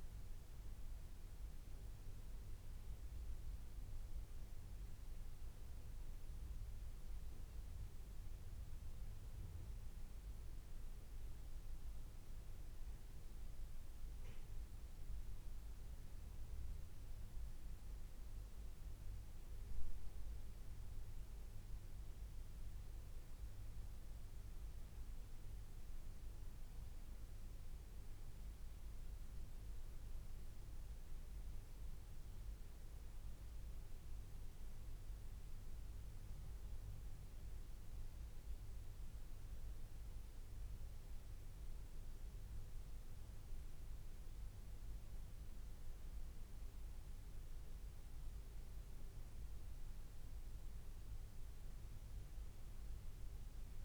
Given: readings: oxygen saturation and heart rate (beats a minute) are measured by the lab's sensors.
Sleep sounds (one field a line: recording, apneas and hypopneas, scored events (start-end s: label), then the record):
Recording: breathing in sleep, hard to hear, by a room microphone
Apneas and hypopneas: none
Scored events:
none scored
From the record:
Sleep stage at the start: N2 (light sleep)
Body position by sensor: on the back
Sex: male